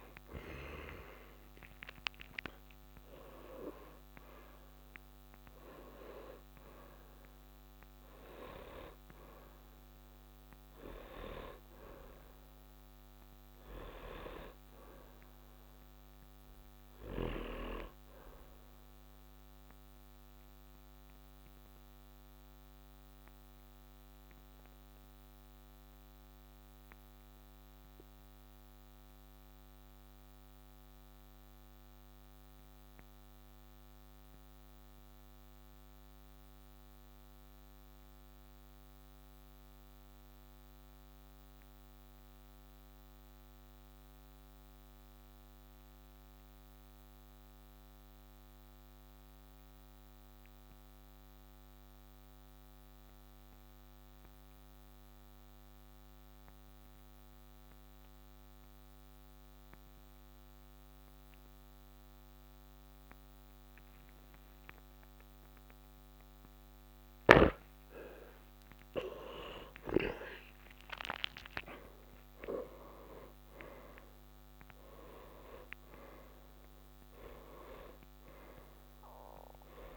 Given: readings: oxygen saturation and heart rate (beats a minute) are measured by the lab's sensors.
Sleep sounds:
breathing in sleep by a microphone on the trachea; 1
0.00-1.50 s: arousal
0.00-35.50 s: oxygen desaturation (device-marked, oxygen 91% lowest, heart rate 44 extreme)
19.50-65.00 s: mixed apnea (oxygen 98% before, 87% lowest, heart rate 62 before, 44 extreme, up 20 after)
62.50-79.97 s: oxygen desaturation (device-marked, oxygen 97% before, 87% lowest, heart rate 55 before, 44 extreme)
66.00-70.50 s: arousal
From the record:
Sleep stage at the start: N2 (light sleep); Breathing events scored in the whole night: 227 in 5.8 hours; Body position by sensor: on the back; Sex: male

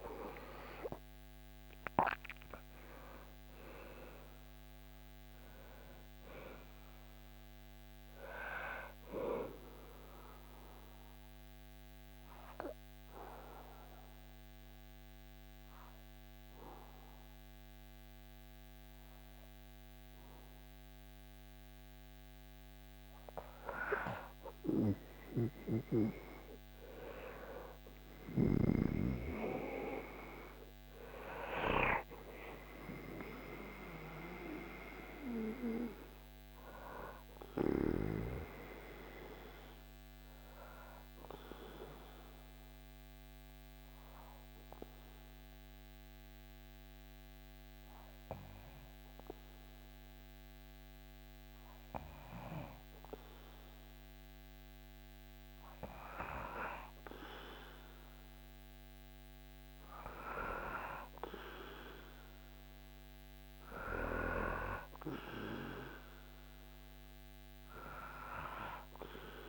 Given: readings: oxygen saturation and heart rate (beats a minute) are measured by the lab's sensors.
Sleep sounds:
breathing in sleep by a microphone on the trachea; 2
0.00-21.50 s: oxygen desaturation (device-marked, oxygen 94% lowest, heart rate 75 extreme)
9.00-22.00 s: obstructive apnea (oxygen 98% before, 94% lowest, heart rate 81 before, 75 extreme, up 5 after)
24.00-28.50 s: arousal
28.50-52.50 s: oxygen desaturation (device-marked, oxygen 99% before, 95% lowest, heart rate 77 before, 72 extreme)
41.00-54.50 s: obstructive apnea (oxygen 99% before, 94% lowest, heart rate 78 before, 72 extreme, up 2 after)
53.50-69.49 s: new sleep stage, N2 (light sleep)
56.50-61.50 s: arousal
62.50-69.49 s: oxygen desaturation (device-marked, oxygen 99% before, 95% lowest, heart rate 76 before, 74 extreme)
From the record:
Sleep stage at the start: REM sleep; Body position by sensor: on the back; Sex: male

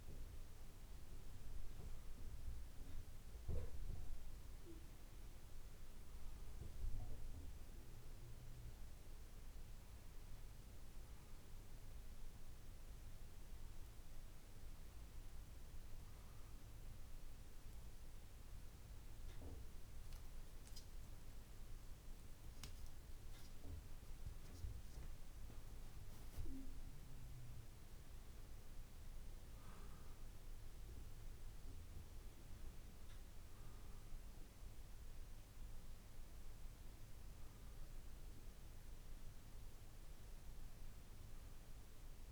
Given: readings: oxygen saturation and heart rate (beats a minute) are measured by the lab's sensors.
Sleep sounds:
breathing in sleep, hard to hear, by a room microphone; none
none scored
From the record:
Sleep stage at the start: N2 (light sleep); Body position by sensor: on the left side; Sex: male

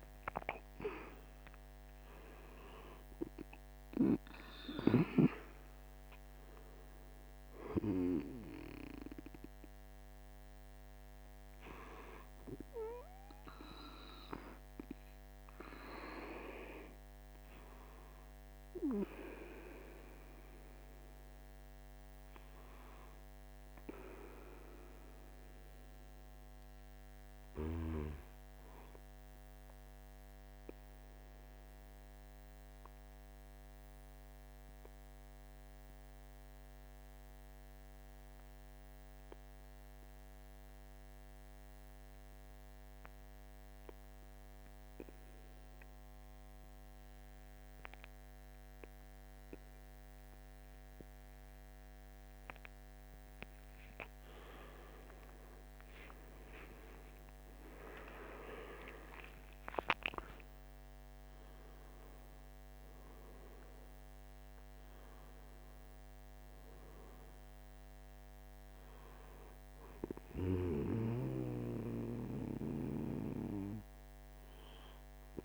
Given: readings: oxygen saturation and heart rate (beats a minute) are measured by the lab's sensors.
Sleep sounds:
breathing in sleep by a microphone on the trachea; 1
0.00-3.00 s: arousal
2.00-27.00 s: oxygen desaturation (device-marked, oxygen 96% before, 92% lowest, heart rate 48 before, 44 extreme)
24.50-27.00 s: arousal
29.00-53.00 s: obstructive apnea (oxygen 97% before, 90% lowest, heart rate 46 before, 43 extreme, up 6 after)
55.50-59.50 s: arousal
61.00-75.45 s: oxygen desaturation (device-marked, oxygen 97% before, 90% lowest, heart rate 48 before, 43 extreme)
From the record:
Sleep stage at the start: N2 (light sleep); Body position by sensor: on the right side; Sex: male

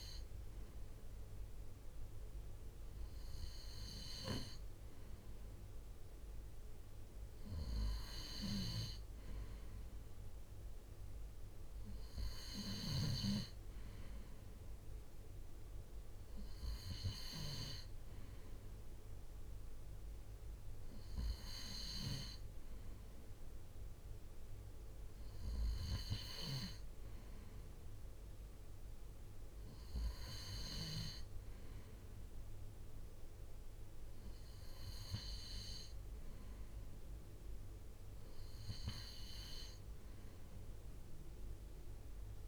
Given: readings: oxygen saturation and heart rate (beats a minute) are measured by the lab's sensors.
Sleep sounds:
breathing in sleep by a room microphone; none
36.00-38.00 s: long interval between heartbeats (device-marked, heart rate 68 before, 74 extreme)
From the record:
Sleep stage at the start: N2 (light sleep); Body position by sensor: on the right side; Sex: male

